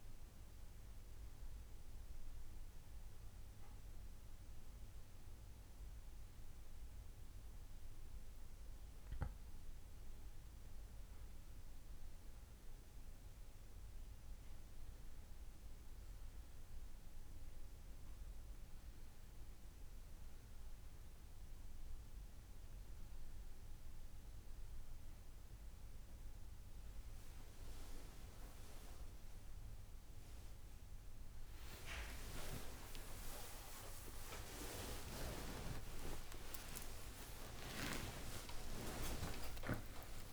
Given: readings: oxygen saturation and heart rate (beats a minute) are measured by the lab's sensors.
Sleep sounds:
a person partly awake in a sleep study, by a room microphone; none
27.00-40.32 s: new sleep stage, awake
From the record:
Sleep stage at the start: N2 (light sleep); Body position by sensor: on the back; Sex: male

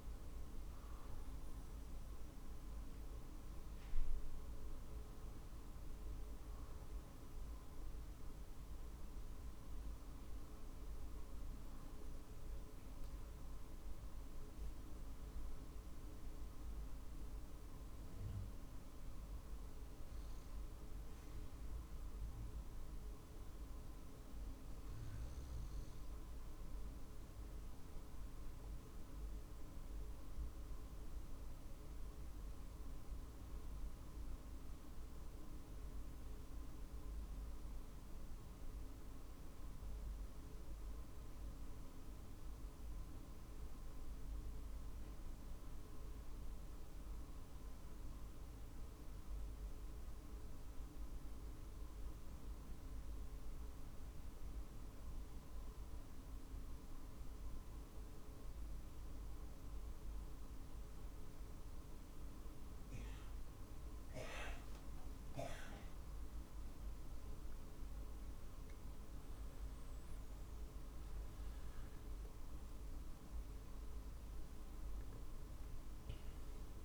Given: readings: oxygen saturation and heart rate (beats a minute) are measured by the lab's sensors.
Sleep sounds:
breathing in sleep, hard to hear, by a room microphone; 1
7.00-44.00 s: oxygen desaturation (device-marked, oxygen 95% before, 87% lowest, heart rate 49 before, 46 extreme)
27.50-63.50 s: obstructive apnea (oxygen 95% before, 87% lowest, heart rate 48 before, 47 extreme, up 4 after)
36.00-76.85 s: new sleep stage, N2 (light sleep)
64.50-68.50 s: arousal
70.00-76.85 s: drop in pulse transit time (device-marked, heart rate 48 before, 50 extreme)
From the record:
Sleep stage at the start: REM sleep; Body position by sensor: on the back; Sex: male

